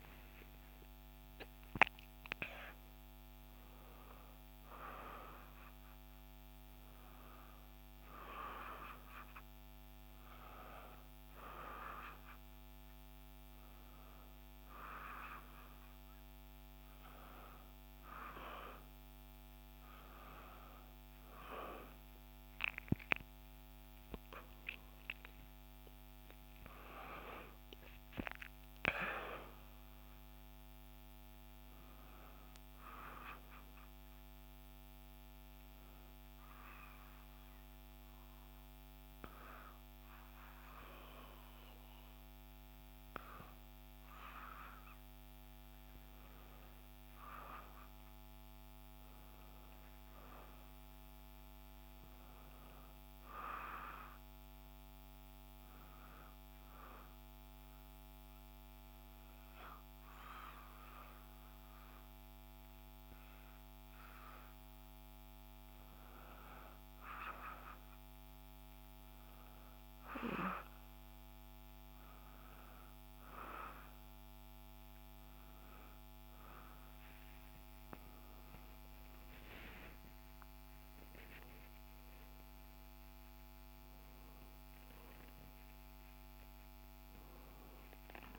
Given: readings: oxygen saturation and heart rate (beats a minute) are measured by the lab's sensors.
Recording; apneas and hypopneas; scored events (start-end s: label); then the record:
breathing in sleep by a microphone on the trachea; 2
23.50-27.50 s: arousal
34.00-45.50 s: obstructive apnea (oxygen 98% before, 94% lowest, heart rate 66 before, 60 extreme, up 5 after)
47.50-50.50 s: arousal
56.50-67.00 s: obstructive apnea (oxygen 98% before, 94% lowest, heart rate 63 before, 60 extreme, up 7 after)
68.50-71.00 s: arousal
69.00-88.39 s: new sleep stage, N1 (lightest sleep)
From the record:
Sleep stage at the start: N2 (light sleep); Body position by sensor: on the back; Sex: female